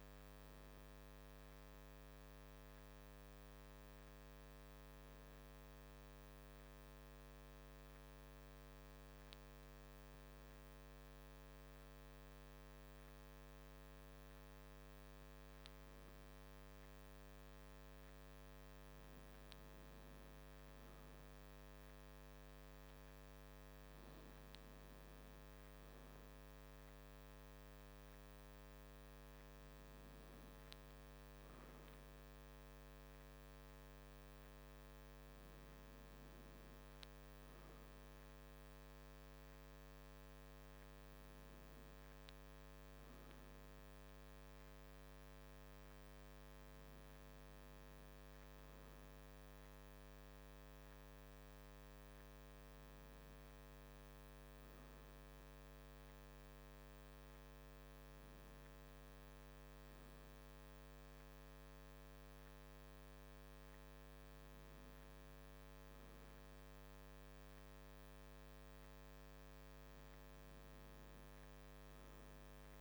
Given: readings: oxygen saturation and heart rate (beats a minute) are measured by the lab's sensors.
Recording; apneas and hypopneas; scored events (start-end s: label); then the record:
breathing in sleep, hard to hear, by a microphone on the trachea; none
none scored
From the record:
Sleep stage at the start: N2 (light sleep); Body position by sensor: on the back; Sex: male